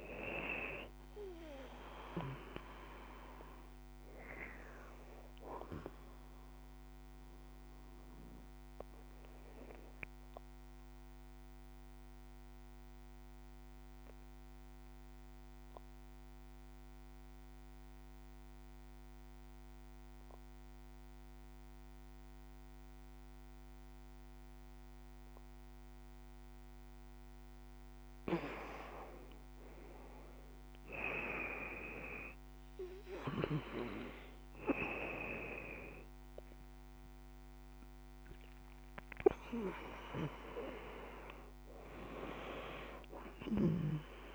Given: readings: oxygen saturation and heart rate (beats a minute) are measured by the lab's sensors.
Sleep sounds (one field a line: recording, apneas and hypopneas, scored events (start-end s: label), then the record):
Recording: breathing in sleep by a microphone on the trachea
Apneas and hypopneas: 1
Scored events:
0.00-23.50 s: oxygen desaturation (device-marked, oxygen 81% lowest, heart rate 53 extreme)
7.00-26.00 s: obstructive apnea (oxygen 96% before, 81% lowest, heart rate 65 before, 52 extreme, up 10 after)
29.50-44.35 s: oxygen desaturation (device-marked, oxygen 97% before, 83% lowest, heart rate 59 before, 52 extreme)
31.00-36.50 s: arousal
From the record:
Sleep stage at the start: N2 (light sleep)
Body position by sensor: on the back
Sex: female